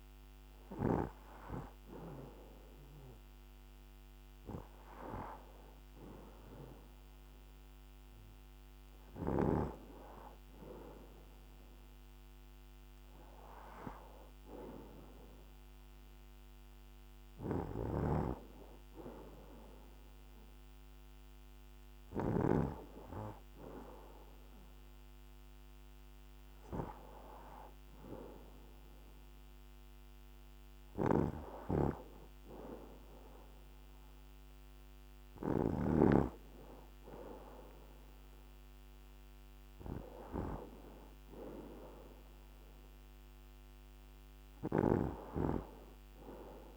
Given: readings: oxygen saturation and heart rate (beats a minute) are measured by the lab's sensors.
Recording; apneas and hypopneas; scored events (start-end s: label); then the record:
breathing in sleep by a microphone on the trachea; none
none scored
From the record:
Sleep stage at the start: N2 (light sleep); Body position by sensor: on the back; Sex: male